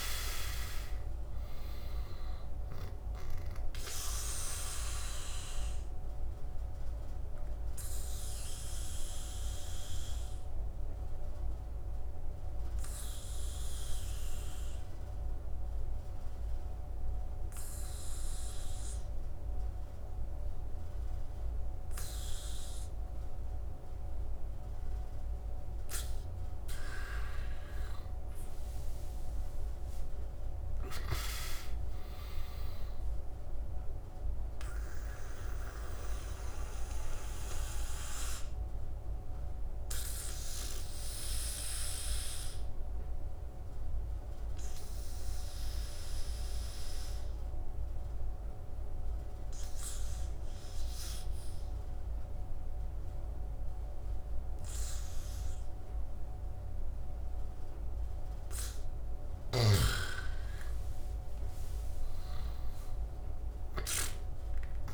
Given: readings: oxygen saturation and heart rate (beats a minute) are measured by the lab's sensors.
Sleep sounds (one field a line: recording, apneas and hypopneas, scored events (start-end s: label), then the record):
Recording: breathing in sleep by a room microphone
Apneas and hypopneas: 2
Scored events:
0.00-8.50 s: oxygen desaturation (device-marked, oxygen 89% lowest, heart rate 73 extreme)
3.00-25.50 s: obstructive apnea (oxygen 99% before, 86% lowest, heart rate 77 before, 73 extreme, up 13 after)
27.00-31.00 s: arousal
30.50-54.50 s: oxygen desaturation (device-marked, oxygen 99% before, 86% lowest, heart rate 76 before, 74 extreme)
34.50-58.00 s: obstructive apnea (oxygen 99% before, 86% lowest, heart rate 77 before, 74 extreme, up 9 after)
59.00-63.50 s: snoring (device-marked)
60.50-63.50 s: arousal
63.50-64.94 s: oxygen desaturation (device-marked, oxygen 99% before, 88% lowest, heart rate 77 before, 74 extreme)
From the record:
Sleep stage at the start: N2 (light sleep)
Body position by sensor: on the back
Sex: male